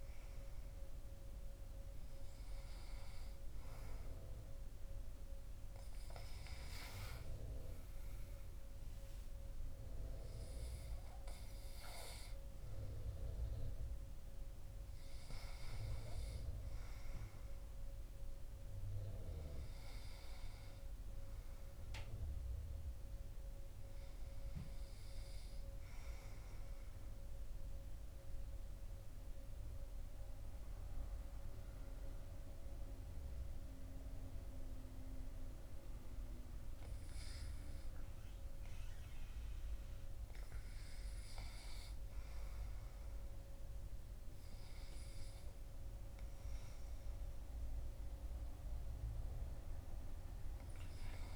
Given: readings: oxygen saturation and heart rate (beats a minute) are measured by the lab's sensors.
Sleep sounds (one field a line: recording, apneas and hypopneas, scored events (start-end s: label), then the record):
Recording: breathing in sleep, hard to hear, by a room microphone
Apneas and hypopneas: 1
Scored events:
5.00-9.00 s: arousal
26.00-36.00 s: obstructive apnea (oxygen 97% before, 93% lowest, heart rate 70 before, 63 extreme, up 6 after)
39.00-43.00 s: arousal
48.50-51.36 s: oxygen desaturation (device-marked, oxygen 97% before, 94% lowest, heart rate 67 before, 65 extreme)
From the record:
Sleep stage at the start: REM sleep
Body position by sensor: on the back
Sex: male